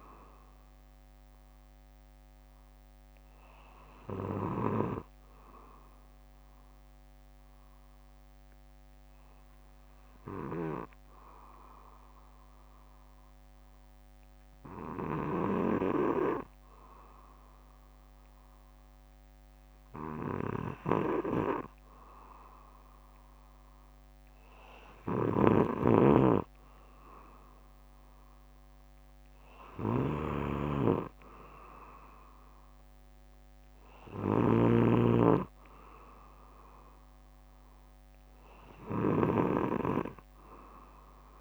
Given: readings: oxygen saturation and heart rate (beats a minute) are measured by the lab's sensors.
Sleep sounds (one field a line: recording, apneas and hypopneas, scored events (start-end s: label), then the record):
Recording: breathing in sleep by a microphone on the trachea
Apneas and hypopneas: 1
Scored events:
2.50-8.50 s: bradycardia (device-marked, heart rate 61 before, 56 extreme)
7.50-19.50 s: hypopnea (oxygen 95% before, 92% lowest, heart rate 60 before, 57 extreme, up 2 after)
24.00-27.00 s: arousal
34.50-39.50 s: snoring (device-marked)
From the record:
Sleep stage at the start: N2 (light sleep)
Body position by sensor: on the back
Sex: male